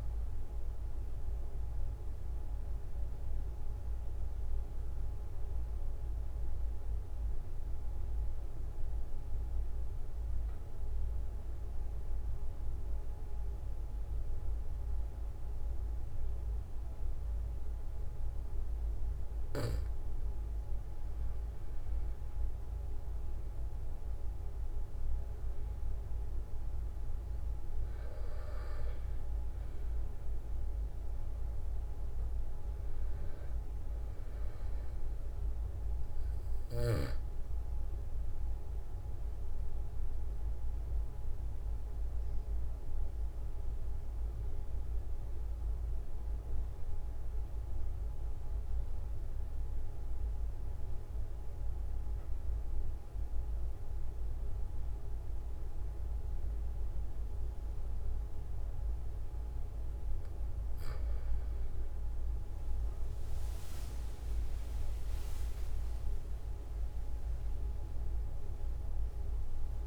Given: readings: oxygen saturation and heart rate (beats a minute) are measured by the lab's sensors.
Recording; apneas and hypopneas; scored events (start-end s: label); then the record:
breathing in sleep, hard to hear, by a room microphone; 2
1.50-21.50 s: obstructive apnea (oxygen 96% before, 93% lowest, heart rate 45 before, 43 extreme, up 5 after)
26.50-31.50 s: arousal
40.00-59.50 s: mixed apnea (oxygen 97% before, 93% lowest, heart rate 47 before, 43 extreme, up 6 after)
63.00-68.00 s: arousal
From the record:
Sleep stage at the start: N2 (light sleep); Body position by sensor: on the back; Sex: male